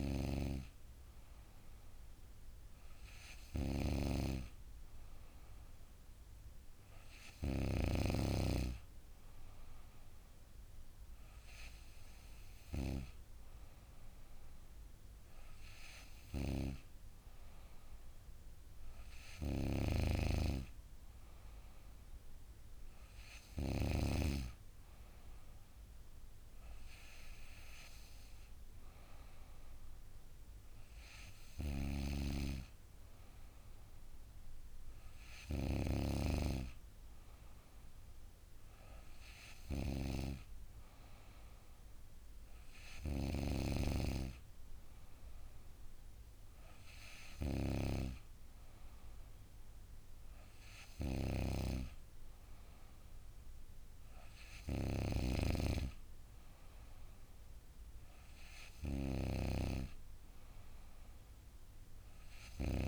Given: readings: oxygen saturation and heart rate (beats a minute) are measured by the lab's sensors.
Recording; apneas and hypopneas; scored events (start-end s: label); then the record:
breathing in sleep by a room microphone; none
none scored
From the record:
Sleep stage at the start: N3 (deep sleep); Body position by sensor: on the back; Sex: female